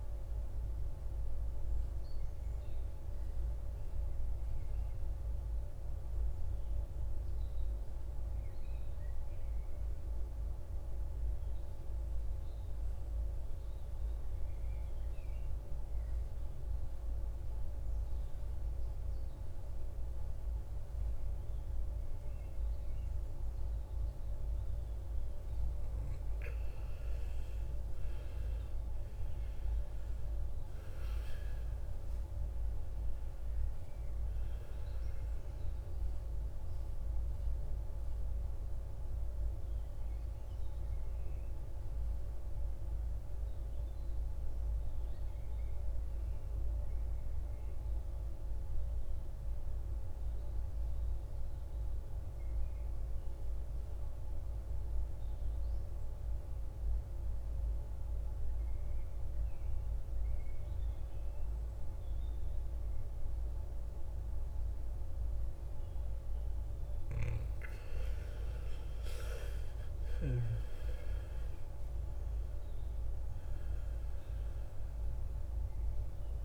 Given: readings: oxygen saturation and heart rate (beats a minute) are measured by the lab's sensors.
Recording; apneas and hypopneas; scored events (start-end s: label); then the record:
breathing in sleep, hard to hear, by a room microphone; 2
0.00-4.00 s: oxygen desaturation (device-marked, oxygen 92% lowest, heart rate 51 extreme)
7.00-24.00 s: mixed apnea (oxygen 98% before, 89% lowest, heart rate 66 before, 51 extreme, up 16 after)
22.00-51.00 s: oxygen desaturation (device-marked, oxygen 99% before, 91% lowest, heart rate 55 before, 54 extreme)
26.50-32.00 s: arousal
39.50-65.50 s: mixed apnea (oxygen 99% before, 86% lowest, heart rate 60 before, 54 extreme, up 16 after)
66.00-76.45 s: oxygen desaturation (device-marked, oxygen 98% before, 86% lowest, heart rate 58 before, 54 extreme)
67.00-71.00 s: arousal
From the record:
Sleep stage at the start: N2 (light sleep); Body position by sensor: on the back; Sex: male